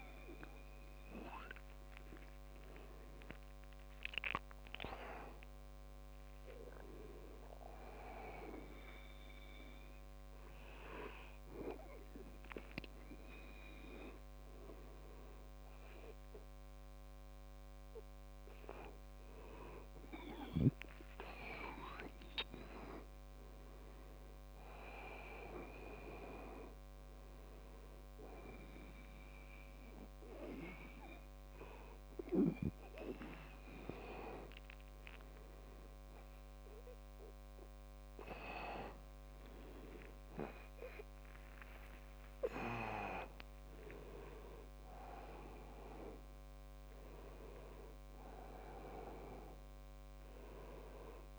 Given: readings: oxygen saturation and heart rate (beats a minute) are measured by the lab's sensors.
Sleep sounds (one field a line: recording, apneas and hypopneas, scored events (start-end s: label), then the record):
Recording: a person awake in a sleep study, by a microphone on the trachea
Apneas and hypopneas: none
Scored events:
42.00-44.00 s: long interval between heartbeats (device-marked, heart rate 71 before, 86 extreme)
From the record:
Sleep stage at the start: awake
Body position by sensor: on the back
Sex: male